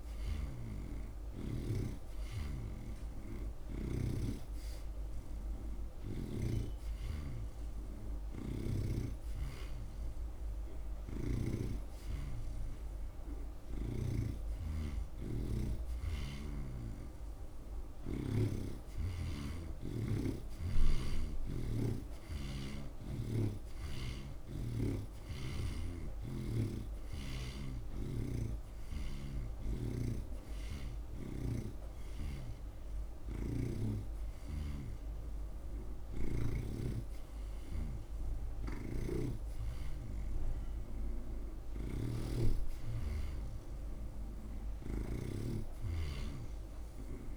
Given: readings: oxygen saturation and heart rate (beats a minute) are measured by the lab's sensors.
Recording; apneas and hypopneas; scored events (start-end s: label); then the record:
breathing in sleep by a room microphone; none
0.00-6.50 s: snoring (device-marked)
0.00-13.00 s: oxygen desaturation (device-marked, oxygen 82% lowest)
11.00-14.50 s: snoring (device-marked)
31.50-47.36 s: snoring (device-marked)
From the record:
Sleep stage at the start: N3 (deep sleep); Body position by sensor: on the right side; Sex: male